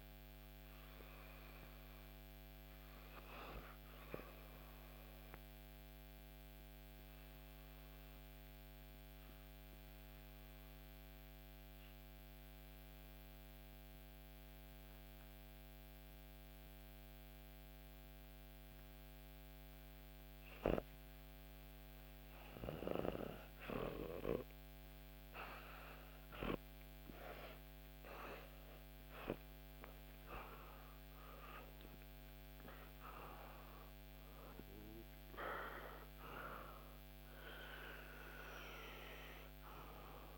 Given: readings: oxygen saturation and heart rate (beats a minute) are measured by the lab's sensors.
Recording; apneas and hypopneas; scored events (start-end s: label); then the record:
breathing in sleep by a microphone on the trachea; 1
5.00-19.00 s: obstructive apnea (oxygen 97% before, 92% lowest, heart rate 67 before, 63 extreme, up 0 after)
21.50-26.00 s: arousal
26.00-40.38 s: oxygen desaturation (device-marked, oxygen 97% before, 92% lowest, heart rate 63 before, 63 extreme)
From the record:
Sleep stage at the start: REM sleep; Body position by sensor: on the back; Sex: female